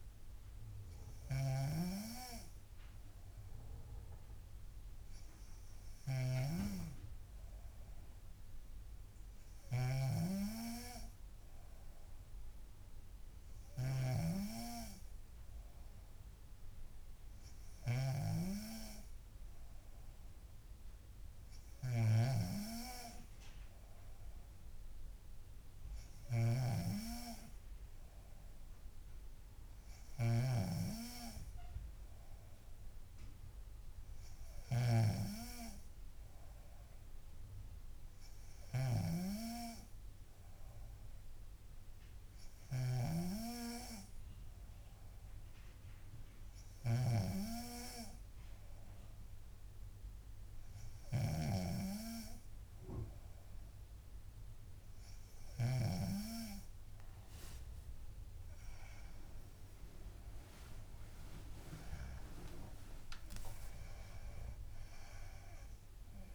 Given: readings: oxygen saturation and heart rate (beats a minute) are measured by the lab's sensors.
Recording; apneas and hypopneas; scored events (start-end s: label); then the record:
breathing in sleep by a room microphone; none
0.00-31.00 s: snoring (device-marked)
39.00-52.00 s: snoring (device-marked)
60.50-64.00 s: arousal
From the record:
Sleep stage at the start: N3 (deep sleep); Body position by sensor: on the back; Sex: female